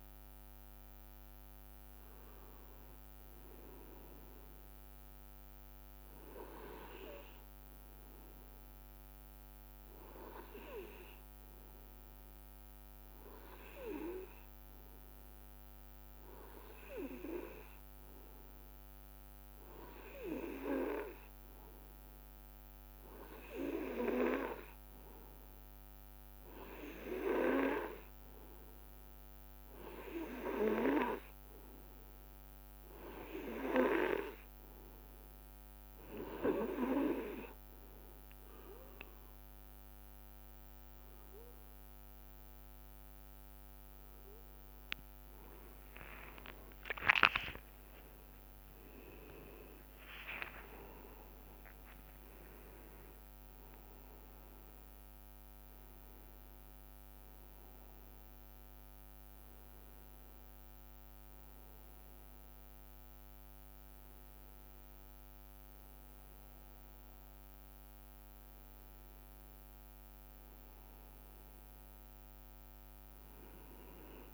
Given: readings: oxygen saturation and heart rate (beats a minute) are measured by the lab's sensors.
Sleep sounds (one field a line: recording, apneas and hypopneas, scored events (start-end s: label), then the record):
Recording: breathing in sleep by a microphone on the trachea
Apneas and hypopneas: none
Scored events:
45.50-52.00 s: arousal
47.00-49.00 s: long interval between heartbeats (device-marked, heart rate 61 before, 71 extreme)
From the record:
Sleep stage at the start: N2 (light sleep)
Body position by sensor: on the right side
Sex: male